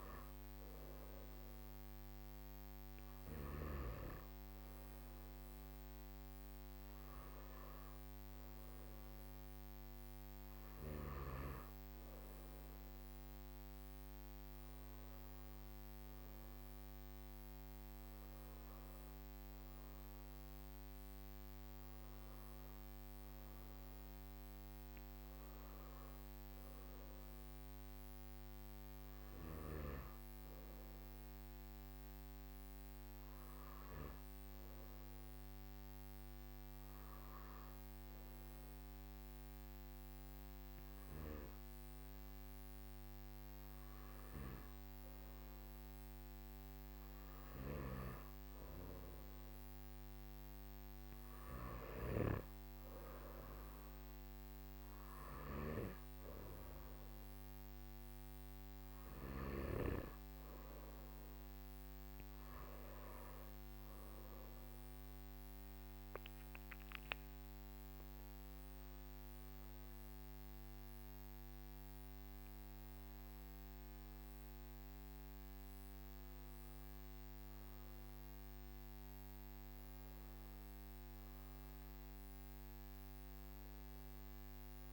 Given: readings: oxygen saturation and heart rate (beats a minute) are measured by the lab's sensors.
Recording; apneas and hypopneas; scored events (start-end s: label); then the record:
breathing in sleep by a microphone on the trachea; none
none scored
From the record:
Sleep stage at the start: N2 (light sleep); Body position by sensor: on the back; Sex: male